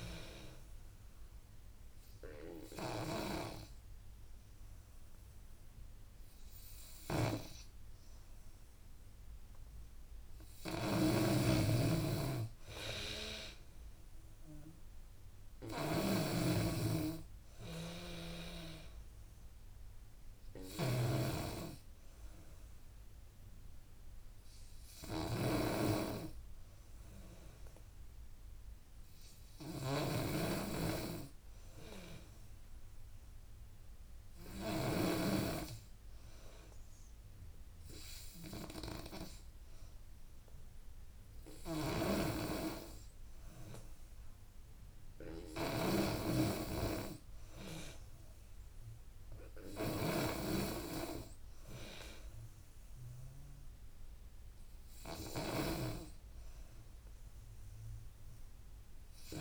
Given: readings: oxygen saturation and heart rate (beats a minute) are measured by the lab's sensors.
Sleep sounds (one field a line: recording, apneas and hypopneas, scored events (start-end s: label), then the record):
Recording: breathing in sleep by a room microphone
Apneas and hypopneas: 1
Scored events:
0.00-35.00 s: snoring (device-marked)
0.50-11.00 s: obstructive apnea (oxygen 95% before, 89% lowest, heart rate 82 before, 73 extreme, up 10 after)
13.00-16.00 s: arousal
18.50-30.50 s: oxygen desaturation (device-marked, oxygen 94% before, 89% lowest, heart rate 83 before, 73 extreme)
36.50-49.50 s: drop in pulse transit time (device-marked, heart rate 81 before, 81 extreme)
41.50-59.41 s: snoring (device-marked)
52.00-56.00 s: arousal
From the record:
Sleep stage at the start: N2 (light sleep)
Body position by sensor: on the back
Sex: female